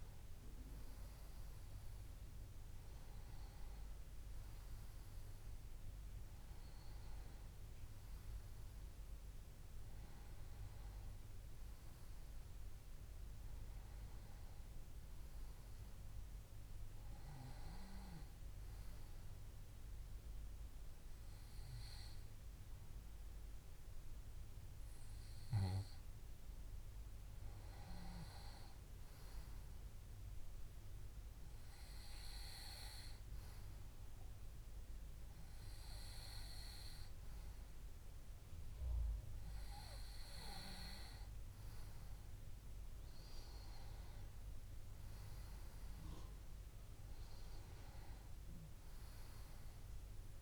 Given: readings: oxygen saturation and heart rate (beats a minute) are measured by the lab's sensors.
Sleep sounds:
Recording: breathing in sleep by a room microphone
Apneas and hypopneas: 1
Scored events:
18.50-28.50 s: hypopnea (oxygen 96% before, 94% lowest, heart rate 71 before, 65 extreme, up 2 after)
30.00-34.00 s: arousal
From the record:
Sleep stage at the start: N2 (light sleep)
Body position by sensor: on the back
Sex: male

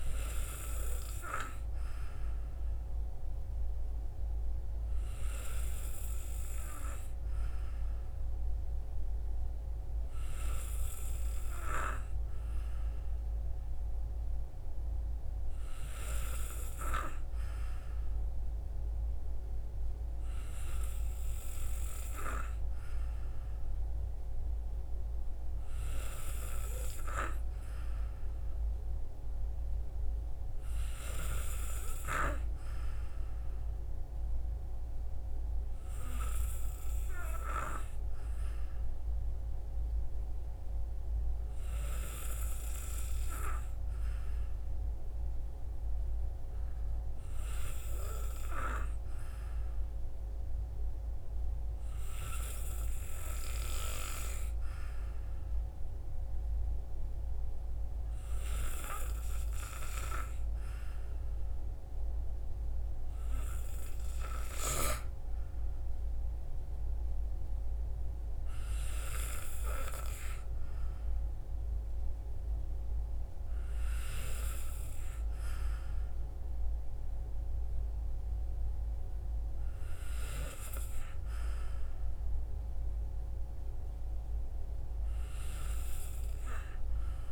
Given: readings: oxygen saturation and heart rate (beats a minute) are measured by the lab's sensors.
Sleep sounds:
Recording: breathing in sleep by a room microphone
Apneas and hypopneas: none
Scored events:
none scored
From the record:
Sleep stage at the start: N2 (light sleep)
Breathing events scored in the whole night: 68 in 7.1 hours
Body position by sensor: on the back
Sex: male

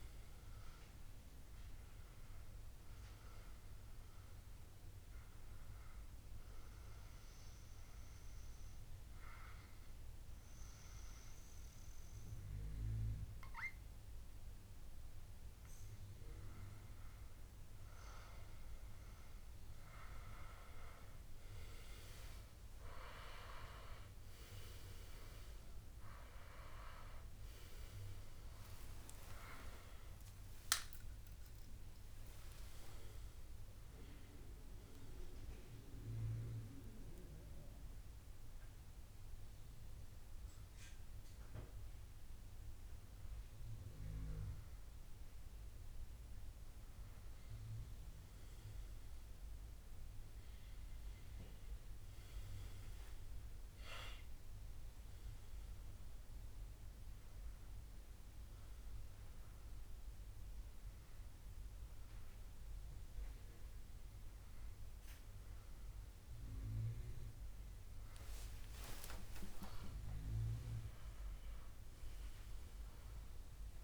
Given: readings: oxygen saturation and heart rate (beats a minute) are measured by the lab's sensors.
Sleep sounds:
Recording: breathing in sleep by a room microphone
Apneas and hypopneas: 2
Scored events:
6.50-17.50 s: obstructive apnea (oxygen 97% before, 95% lowest, heart rate 75 before, 63 extreme, up 6 after)
19.50-22.00 s: arousal
34.50-46.50 s: mixed apnea (oxygen 97% before, 95% lowest, heart rate 67 before, 61 extreme, up 8 after)
59.00-73.84 s: new sleep stage, awake
63.00-65.00 s: long interval between heartbeats (device-marked, heart rate 66 before, 68 extreme)
From the record:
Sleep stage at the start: N2 (light sleep)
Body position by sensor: on the back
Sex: male

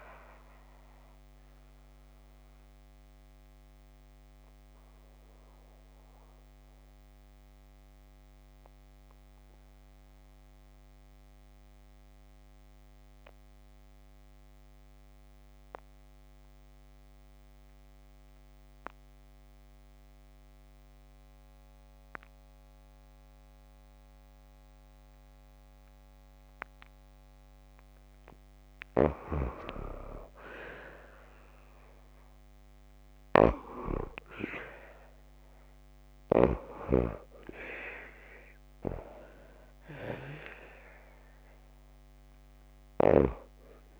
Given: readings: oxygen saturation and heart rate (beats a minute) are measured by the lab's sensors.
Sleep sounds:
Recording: breathing in sleep by a microphone on the trachea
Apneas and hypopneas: 1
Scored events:
0.00-18.00 s: oxygen desaturation (device-marked, oxygen 88% lowest, heart rate 53 extreme)
2.00-27.50 s: obstructive apnea (oxygen 97% before, 88% lowest, heart rate 58 before, 53 extreme, up 4 after)
31.00-44.00 s: oxygen desaturation (device-marked, oxygen 95% before, 89% lowest, heart rate 55 before, 53 extreme)
31.50-36.00 s: arousal
From the record:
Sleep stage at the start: N2 (light sleep)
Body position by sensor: on the back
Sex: female

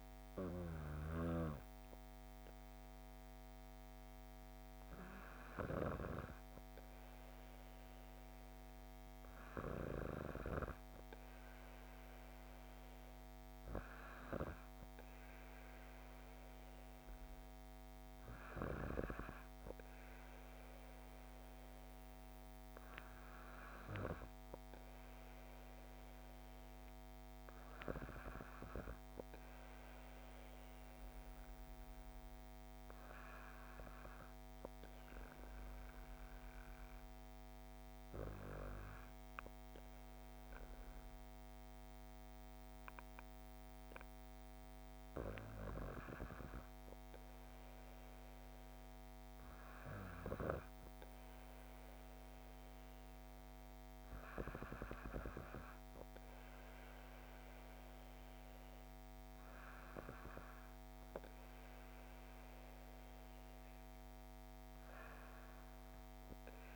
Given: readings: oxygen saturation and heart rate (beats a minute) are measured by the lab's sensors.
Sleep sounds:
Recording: breathing in sleep by a microphone on the trachea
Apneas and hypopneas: none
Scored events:
none scored
From the record:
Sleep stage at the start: N2 (light sleep)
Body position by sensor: on the back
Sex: female

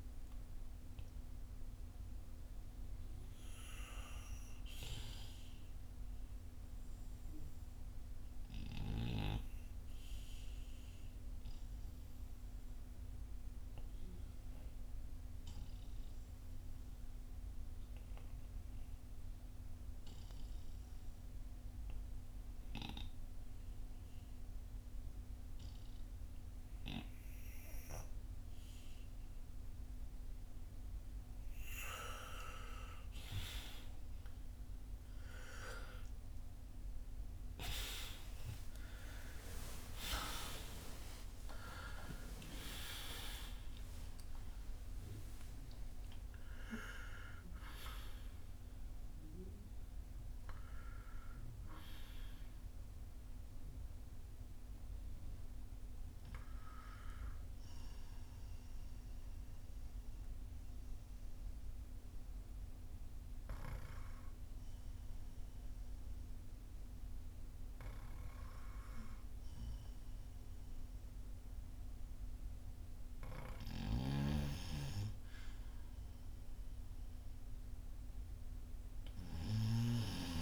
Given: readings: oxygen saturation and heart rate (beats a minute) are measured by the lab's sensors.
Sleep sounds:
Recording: breathing in sleep by a room microphone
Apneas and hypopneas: 2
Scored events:
5.00-30.50 s: obstructive apnea (oxygen 97% before, 91% lowest, heart rate 55 before, 38 extreme, up 4 after)
37.00-43.00 s: arousal
58.00-73.50 s: mixed apnea (oxygen 96% before, 91% lowest, heart rate 61 before, 43 extreme, up 9 after)
63.50-74.50 s: oxygen desaturation (device-marked, oxygen 94% before, 91% lowest, heart rate 60 before, 43 extreme)
73.50-80.00 s: snoring (device-marked)
77.00-80.42 s: arousal
From the record:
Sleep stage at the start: N2 (light sleep)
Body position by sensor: on the back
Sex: male

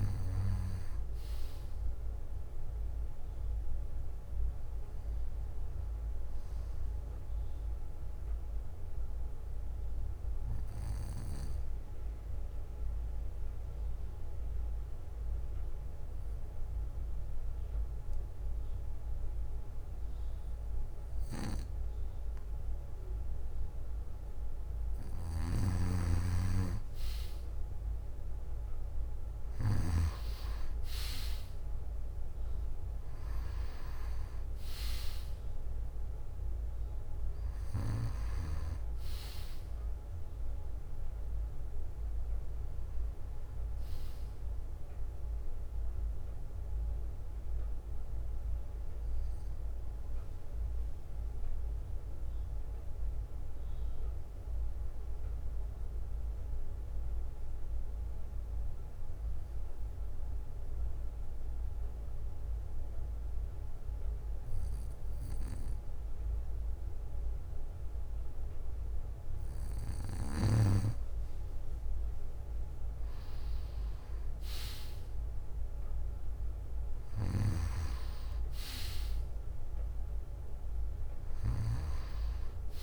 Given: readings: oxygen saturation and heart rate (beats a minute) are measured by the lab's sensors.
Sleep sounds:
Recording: breathing in sleep by a room microphone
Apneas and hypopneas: 2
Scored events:
0.00-1.00 s: bradycardia (device-marked, heart rate 60 extreme)
3.00-26.00 s: bradycardia (device-marked, heart rate 62 before, 56 extreme)
7.00-24.50 s: obstructive apnea (oxygen 97% before, 93% lowest, heart rate 61 before, 56 extreme, up 4 after)
28.00-32.50 s: arousal
40.00-69.00 s: bradycardia (device-marked, heart rate 61 before, 56 extreme)
51.50-70.00 s: obstructive apnea (oxygen 97% before, 93% lowest, heart rate 59 before, 57 extreme, up 5 after)
73.00-76.50 s: arousal
From the record:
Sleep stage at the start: N2 (light sleep)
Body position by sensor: on the back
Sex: male

